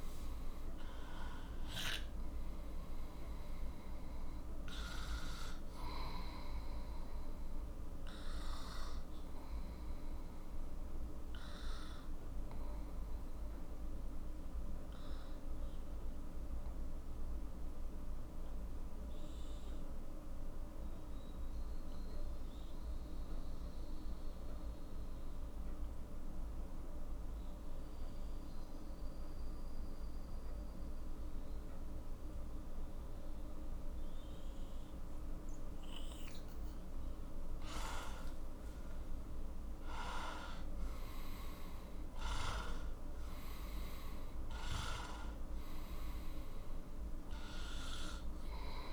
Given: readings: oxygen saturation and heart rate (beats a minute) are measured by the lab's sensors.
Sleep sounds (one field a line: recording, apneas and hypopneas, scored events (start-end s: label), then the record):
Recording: breathing in sleep by a room microphone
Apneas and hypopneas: 1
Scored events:
2.00-8.00 s: oxygen desaturation (device-marked, oxygen 97% before, 93% lowest, heart rate 53 before, 38 extreme)
7.00-36.50 s: obstructive apnea (oxygen 98% before, 91% lowest, heart rate 56 before, 38 extreme, up 13 after)
36.00-48.93 s: oxygen desaturation (device-marked, oxygen 98% before, 91% lowest, heart rate 43 before, 39 extreme)
39.50-44.50 s: arousal
From the record:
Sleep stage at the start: N2 (light sleep)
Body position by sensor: on the left side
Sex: male